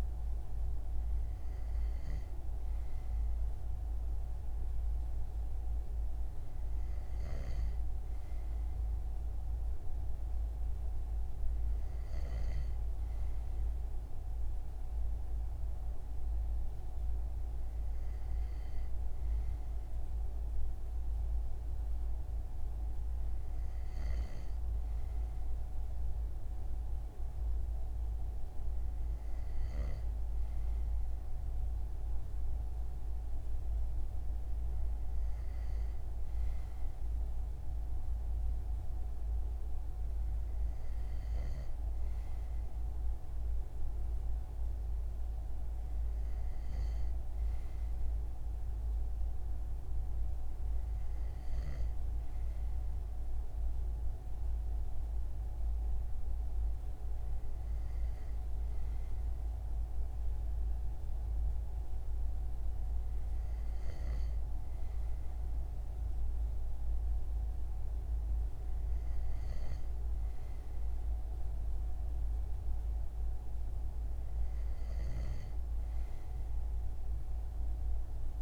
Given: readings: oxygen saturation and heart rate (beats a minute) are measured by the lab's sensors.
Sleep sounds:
breathing in sleep, hard to hear, by a room microphone; none
none scored
From the record:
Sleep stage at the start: N2 (light sleep); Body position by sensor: on the front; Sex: male

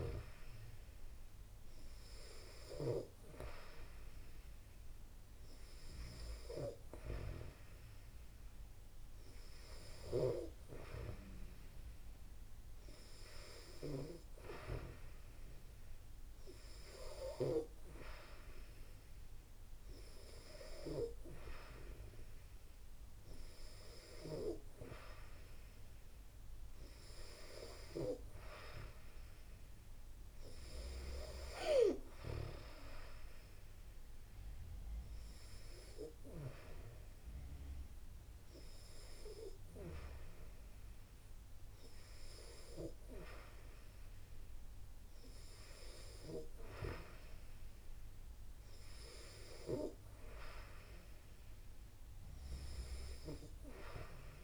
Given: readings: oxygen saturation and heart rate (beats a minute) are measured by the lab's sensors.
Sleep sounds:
breathing in sleep by a room microphone; none
none scored
From the record:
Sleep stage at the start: N2 (light sleep); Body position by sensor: on the back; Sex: female

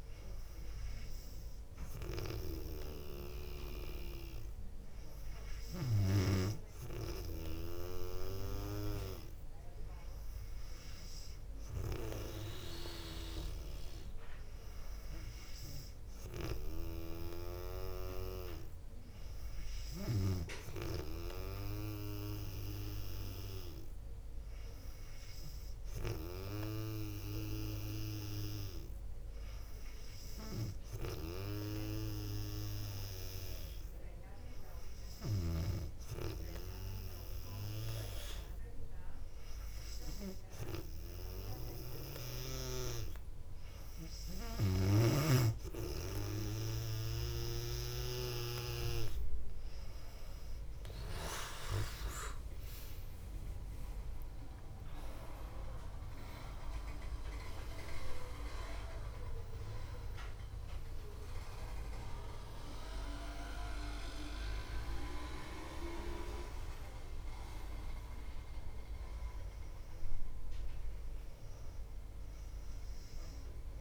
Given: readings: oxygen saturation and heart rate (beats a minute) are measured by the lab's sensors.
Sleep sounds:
breathing in sleep by a room microphone; none
44.50-48.00 s: snoring (device-marked)
54.00-59.00 s: arousal
From the record:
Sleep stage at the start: N2 (light sleep); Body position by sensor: on the back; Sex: female

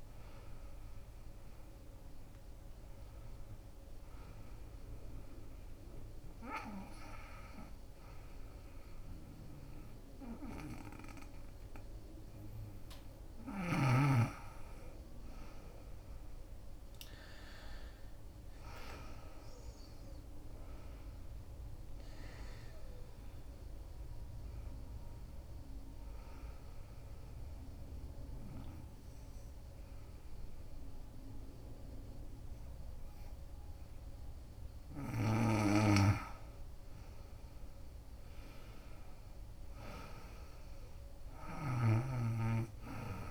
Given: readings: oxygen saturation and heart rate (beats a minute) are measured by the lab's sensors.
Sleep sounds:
a person partly awake in a sleep study, by a room microphone; 2
2.50-43.31 s: new sleep stage, N2 (light sleep)
4.50-15.00 s: hypopnea (oxygen 97% before, 86% lowest, heart rate 77 before, 68 extreme, up 19 after)
17.00-21.50 s: arousal
17.50-38.50 s: oxygen desaturation (device-marked, oxygen 95% before, 87% lowest, heart rate 70 before, 66 extreme)
26.50-36.50 s: obstructive apnea (oxygen 95% before, 86% lowest, heart rate 77 before, 66 extreme, up 16 after)
38.00-42.00 s: arousal
39.00-41.00 s: long interval between heartbeats (device-marked, heart rate 78 before, 82 extreme)
From the record:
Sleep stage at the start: awake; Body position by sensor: on the right side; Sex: female

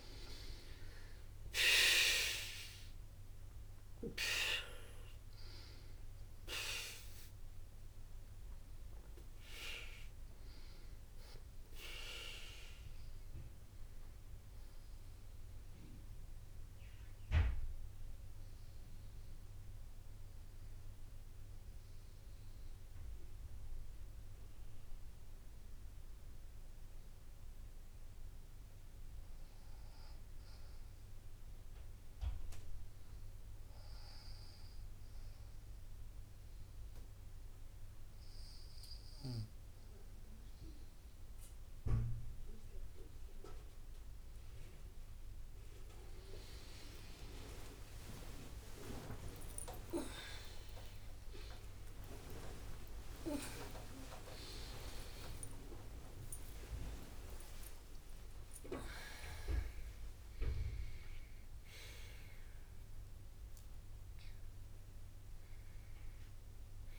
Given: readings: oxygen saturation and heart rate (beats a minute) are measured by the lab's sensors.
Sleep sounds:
breathing in sleep by a room microphone; 1
0.50-14.50 s: drop in pulse transit time (device-marked, heart rate 61 before, 63 extreme)
33.50-44.50 s: obstructive apnea (oxygen 99% before, 95% lowest, heart rate 65 before, 61 extreme, up 35 after)
46.50-48.50 s: long interval between heartbeats (device-marked, heart rate 63 before, 73 extreme)
46.50-66.99 s: drop in pulse transit time (device-marked, heart rate 63 before, 73 extreme)
47.50-53.50 s: arousal
54.50-56.50 s: long interval between heartbeats (device-marked, heart rate 73 before, 78 extreme)
55.50-57.50 s: tachycardia (device-marked, heart rate 62 before, 80 extreme)
58.50-60.50 s: long interval between heartbeats (device-marked, heart rate 76 before, 102 extreme)
60.50-66.99 s: new sleep stage, N1 (lightest sleep)
From the record:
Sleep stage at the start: N2 (light sleep); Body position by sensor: on the right side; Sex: female

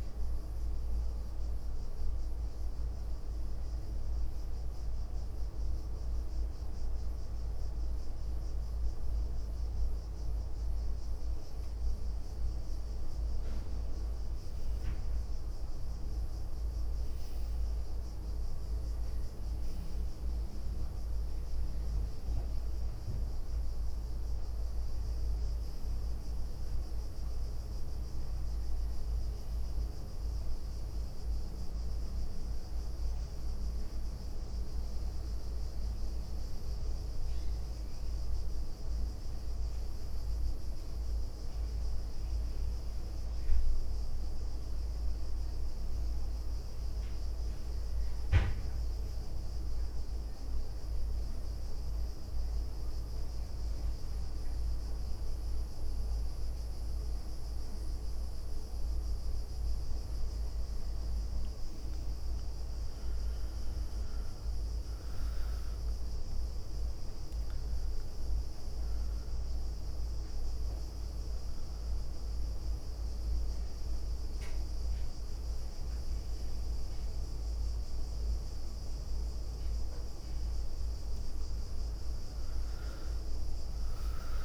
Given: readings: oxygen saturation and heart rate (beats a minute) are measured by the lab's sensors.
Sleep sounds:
breathing in sleep, hard to hear, by a room microphone; none
3.50-4.50 s: leg movement (device-marked)
6.50-8.00 s: leg movement (device-marked)
10.00-11.50 s: leg movement (device-marked)
12.50-14.50 s: leg movement (device-marked)
15.50-16.50 s: leg movement (device-marked)
38.00-40.00 s: leg movement (device-marked)
41.50-43.00 s: leg movement (device-marked)
44.00-46.00 s: leg movement (device-marked)
47.00-48.50 s: leg movement (device-marked)
51.00-58.50 s: leg movement (device-marked)
60.50-62.00 s: leg movement (device-marked)
61.00-84.45 s: new sleep stage, N1 (lightest sleep)
63.00-65.00 s: leg movement (device-marked)
67.00-69.50 s: leg movement (device-marked)
69.50-72.50 s: leg movement (device-marked)
79.50-84.45 s: leg movement (device-marked)
81.50-84.45 s: arousal
From the record:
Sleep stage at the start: N2 (light sleep); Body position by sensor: on the right side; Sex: female

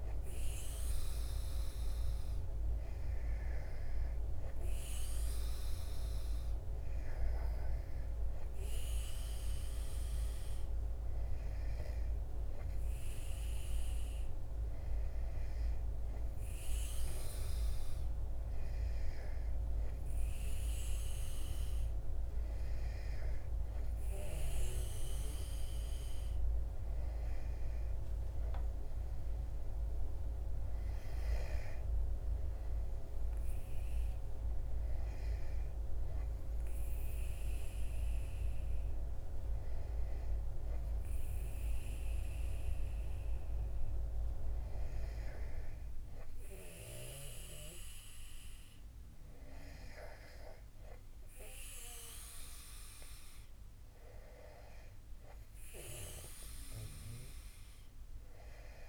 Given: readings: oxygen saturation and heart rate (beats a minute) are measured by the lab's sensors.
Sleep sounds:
breathing in sleep by a room microphone; none
none scored
From the record:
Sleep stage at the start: N2 (light sleep); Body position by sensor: on the back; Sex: male

